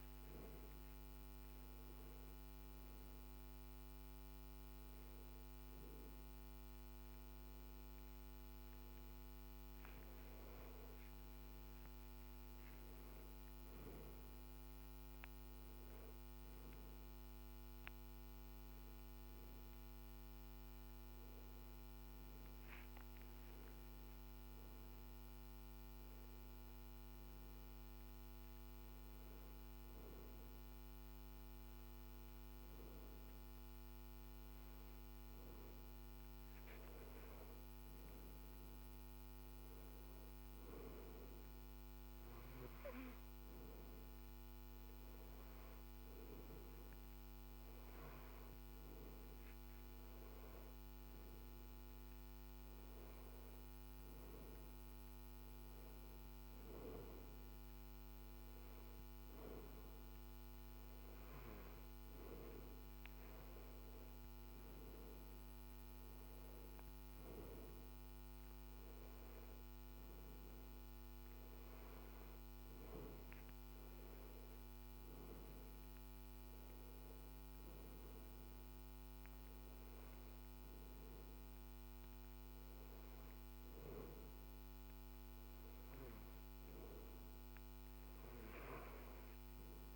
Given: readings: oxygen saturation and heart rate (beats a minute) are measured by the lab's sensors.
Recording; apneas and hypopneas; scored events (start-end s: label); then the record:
breathing in sleep, hard to hear, by a microphone on the trachea; none
none scored
From the record:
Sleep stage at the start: N2 (light sleep); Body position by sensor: on the back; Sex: male